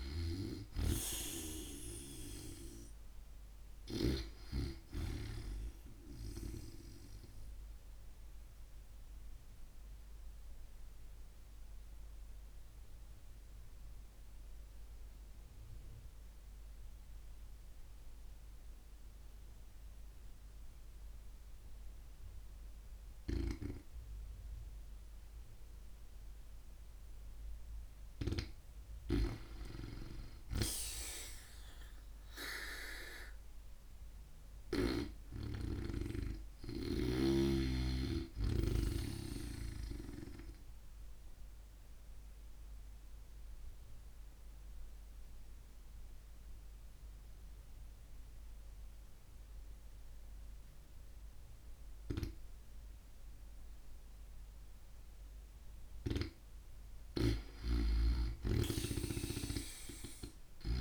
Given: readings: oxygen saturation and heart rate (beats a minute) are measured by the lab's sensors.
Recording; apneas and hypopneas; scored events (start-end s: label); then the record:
breathing in sleep by a room microphone; 2
0.00-4.50 s: snoring (device-marked)
5.50-26.00 s: obstructive apnea (oxygen 93% before, 89% lowest)
26.50-30.00 s: arousal
29.00-34.50 s: snoring (device-marked)
35.50-45.50 s: oxygen desaturation (device-marked, oxygen 94% before, 89% lowest)
41.00-55.00 s: obstructive apnea (oxygen 94% before, 89% lowest)
56.50-60.50 s: snoring (device-marked)
57.00-60.81 s: arousal
From the record:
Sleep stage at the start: N2 (light sleep); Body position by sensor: on the back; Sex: female